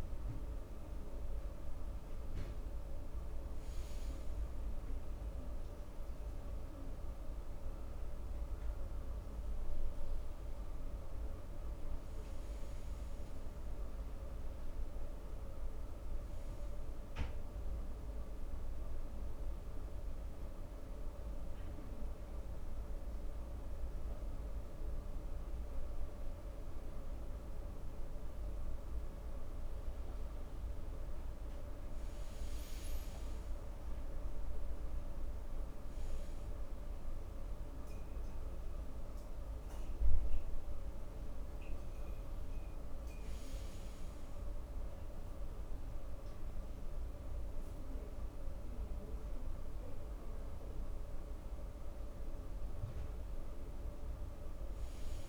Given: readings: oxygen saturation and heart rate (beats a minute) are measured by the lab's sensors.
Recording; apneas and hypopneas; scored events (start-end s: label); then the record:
breathing in sleep, hard to hear, by a room microphone; 1
18.00-30.00 s: obstructive apnea (oxygen 98% before, 93% lowest, heart rate 67 before, 66 extreme, up 2 after)
19.00-27.00 s: oxygen desaturation (device-marked, oxygen 96% before, 94% lowest, heart rate 67 before, 66 extreme)
32.50-35.50 s: arousal
From the record:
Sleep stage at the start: N2 (light sleep); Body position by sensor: on the front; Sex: male